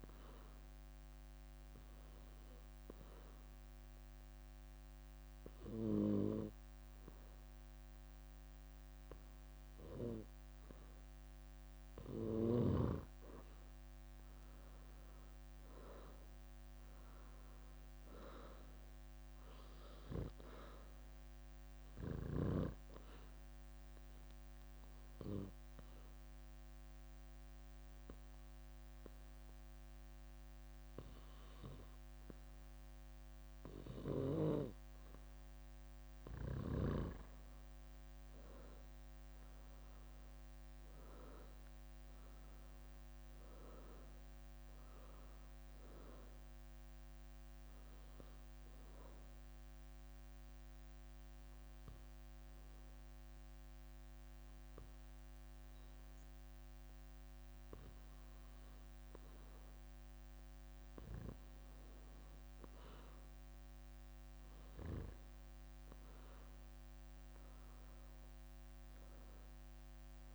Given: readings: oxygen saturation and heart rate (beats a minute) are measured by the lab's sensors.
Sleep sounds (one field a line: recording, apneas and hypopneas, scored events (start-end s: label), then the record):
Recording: breathing in sleep by a microphone on the trachea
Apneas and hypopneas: 2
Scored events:
8.00-17.50 s: leg movement (device-marked)
14.00-18.00 s: arousal
18.00-32.00 s: oxygen desaturation (device-marked, oxygen 93% before, 90% lowest, heart rate 68 before, 61 extreme)
24.00-34.00 s: obstructive apnea (oxygen 95% before, 90% lowest, heart rate 69 before, 61 extreme, up 7 after)
25.00-27.00 s: leg movement (device-marked)
37.50-42.00 s: arousal
46.00-58.00 s: oxygen desaturation (device-marked, oxygen 96% before, 91% lowest, heart rate 70 before, 61 extreme)
47.50-58.50 s: obstructive apnea (oxygen 96% before, 91% lowest, heart rate 70 before, 61 extreme, up 8 after)
63.00-67.50 s: arousal
From the record:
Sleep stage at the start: N2 (light sleep)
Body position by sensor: on the back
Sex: female